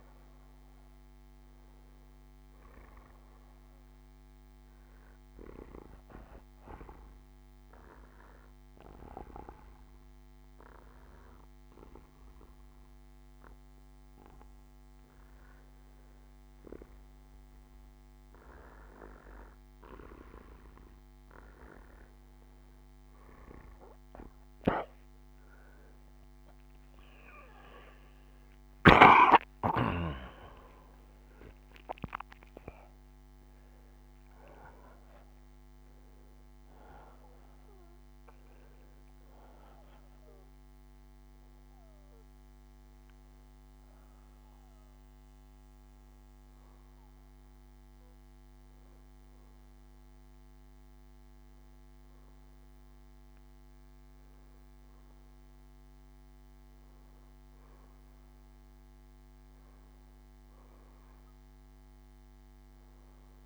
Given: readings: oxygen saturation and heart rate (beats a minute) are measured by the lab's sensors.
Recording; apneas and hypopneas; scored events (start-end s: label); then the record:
breathing in sleep by a microphone on the trachea; 2
0.00-11.50 s: oxygen desaturation (device-marked, oxygen 89% lowest, heart rate 58 extreme)
3.00-14.00 s: obstructive apnea (oxygen 94% before, 87% lowest, heart rate 69 before, 58 extreme, up 4 after)
23.50-28.50 s: bradycardia (device-marked, heart rate 69 before, 58 extreme)
23.50-42.50 s: oxygen desaturation (device-marked, oxygen 94% before, 87% lowest, heart rate 67 before, 59 extreme)
24.50-29.00 s: arousal
43.00-54.00 s: hypopnea (oxygen 94% before, 88% lowest, heart rate 64 before, 64 extreme, up 5 after)
56.50-60.00 s: arousal
From the record:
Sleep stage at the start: N2 (light sleep); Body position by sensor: on the back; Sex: male